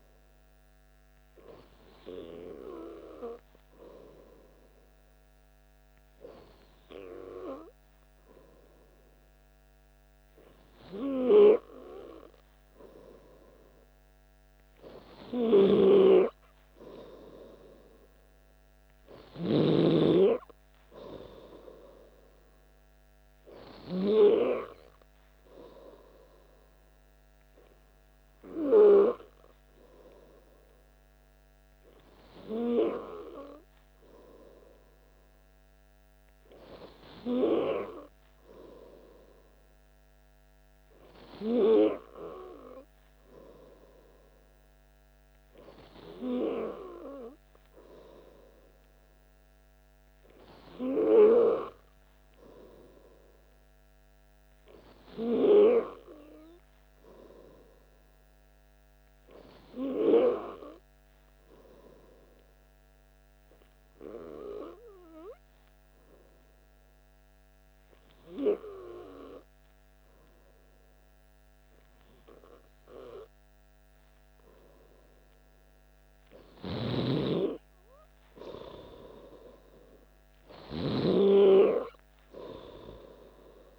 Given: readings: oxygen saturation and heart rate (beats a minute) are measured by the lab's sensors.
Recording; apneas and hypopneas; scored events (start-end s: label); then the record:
breathing in sleep by a microphone on the trachea; 1
62.50-75.50 s: hypopnea (oxygen 97% before, 94% lowest, heart rate 61 before, 61 extreme, up 1 after)
77.50-81.50 s: arousal
From the record:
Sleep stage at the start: N2 (light sleep); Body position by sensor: on the back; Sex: male